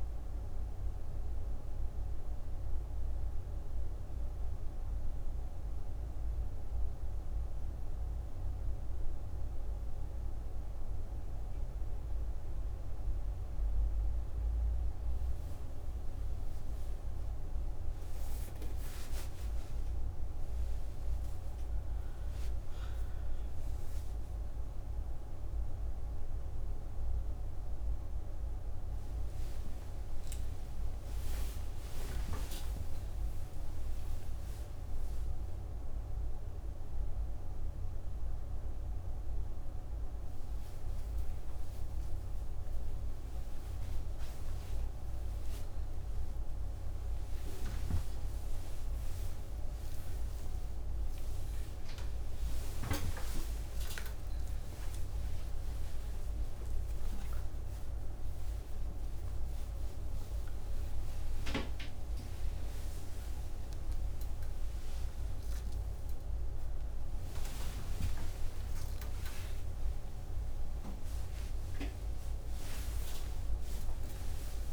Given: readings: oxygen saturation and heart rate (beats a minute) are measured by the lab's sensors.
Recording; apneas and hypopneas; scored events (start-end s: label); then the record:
a person awake in a sleep study, hard to hear, by a room microphone; none
none scored
From the record:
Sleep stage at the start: awake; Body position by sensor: on the right side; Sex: female